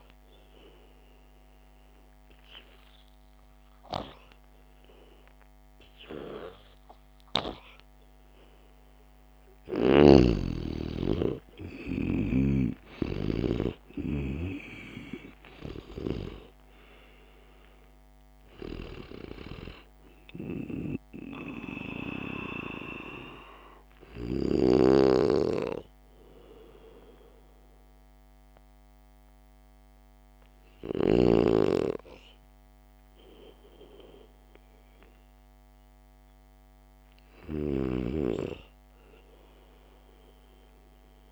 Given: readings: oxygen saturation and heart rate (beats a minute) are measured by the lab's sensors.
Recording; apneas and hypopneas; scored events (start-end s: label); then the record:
breathing in sleep by a microphone on the trachea; none
12.00-16.50 s: arousal
From the record:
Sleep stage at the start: N2 (light sleep); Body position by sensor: on the back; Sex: male